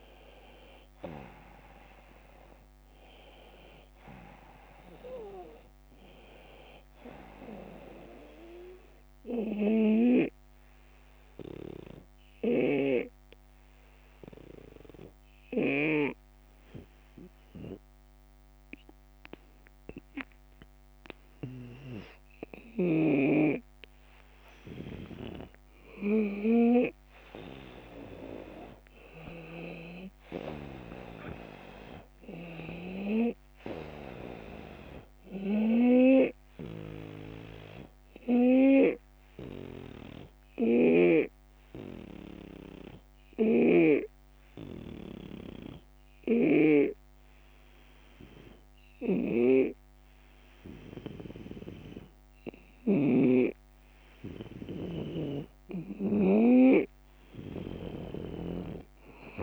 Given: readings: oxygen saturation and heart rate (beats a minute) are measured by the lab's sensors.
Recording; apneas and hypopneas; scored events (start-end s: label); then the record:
breathing in sleep by a microphone on the trachea; 2
0.00-2.00 s: arousal
0.00-9.00 s: oxygen desaturation (device-marked, oxygen 90% lowest)
9.50-16.00 s: snoring (device-marked)
9.50-23.00 s: obstructive apnea (oxygen 96% before, 89% lowest)
26.00-31.00 s: arousal
29.00-49.00 s: oxygen desaturation (device-marked, oxygen 96% before, 92% lowest)
36.50-55.00 s: obstructive apnea (oxygen 96% before, 89% lowest)
40.50-44.00 s: snoring (device-marked)
46.00-59.43 s: snoring (device-marked)
56.50-59.43 s: arousal
From the record:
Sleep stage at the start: N2 (light sleep); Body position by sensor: on the right side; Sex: male